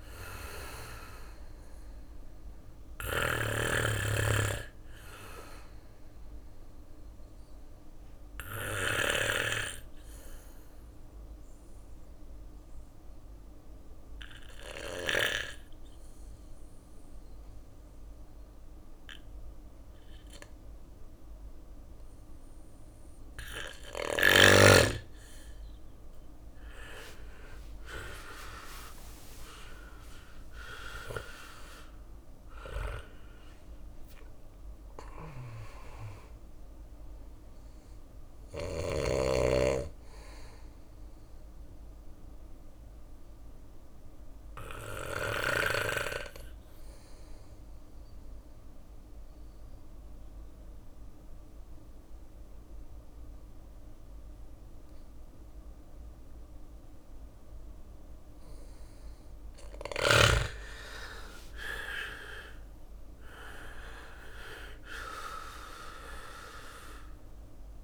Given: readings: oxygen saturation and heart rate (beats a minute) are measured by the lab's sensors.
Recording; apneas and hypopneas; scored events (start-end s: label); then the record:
breathing in sleep by a room microphone; 2
0.00-10.50 s: oxygen desaturation (device-marked, oxygen 95% lowest, heart rate 51 extreme)
0.00-13.50 s: bradycardia (device-marked, heart rate 51 extreme)
2.00-8.00 s: snoring (device-marked)
9.00-22.50 s: obstructive apnea (oxygen 99% before, 93% lowest, heart rate 56 before, 59 extreme, up 8 after)
25.00-28.50 s: arousal
26.50-40.50 s: drop in pulse transit time (device-marked, heart rate 60 before, 62 extreme)
29.50-50.50 s: oxygen desaturation (device-marked, oxygen 98% before, 93% lowest, heart rate 61 before, 58 extreme)
42.50-56.50 s: obstructive apnea (oxygen 98% before, 91% lowest, heart rate 64 before, 57 extreme, up 7 after)
44.50-50.50 s: bradycardia (device-marked, heart rate 61 before, 59 extreme)
59.00-62.50 s: arousal
63.50-67.84 s: drop in pulse transit time (device-marked, heart rate 60 before, 58 extreme)
64.50-67.84 s: oxygen desaturation (device-marked, oxygen 99% before, 93% lowest, heart rate 61 before, 57 extreme)
66.50-67.84 s: bradycardia (device-marked, heart rate 61 before, 57 extreme)
From the record:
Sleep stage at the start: N2 (light sleep); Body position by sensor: on the back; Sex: male